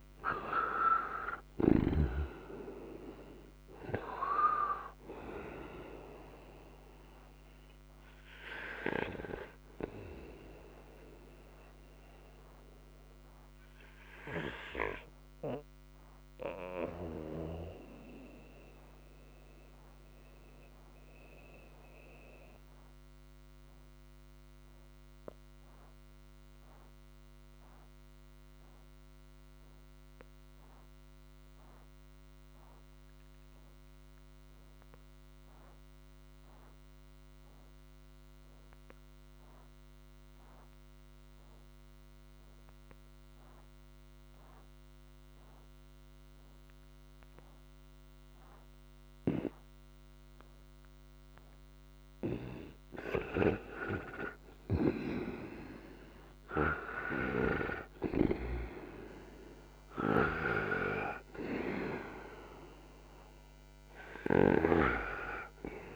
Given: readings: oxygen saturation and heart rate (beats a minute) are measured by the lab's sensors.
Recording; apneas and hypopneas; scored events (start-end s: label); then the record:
breathing in sleep by a microphone on the trachea; 1
0.00-1.50 s: snoring (device-marked)
0.00-2.00 s: arousal
0.00-25.00 s: oxygen desaturation (device-marked, oxygen 87% lowest, heart rate 60 extreme)
13.00-52.00 s: mixed apnea (oxygen 97% before, 85% lowest, heart rate 82 before, 60 extreme, up 40 after)
43.00-65.96 s: oxygen desaturation (device-marked, oxygen 98% before, 85% lowest, heart rate 61 before, 58 extreme)
53.00-58.00 s: arousal
57.00-64.50 s: snoring (device-marked)
From the record:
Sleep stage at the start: N2 (light sleep); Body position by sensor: on the right side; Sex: male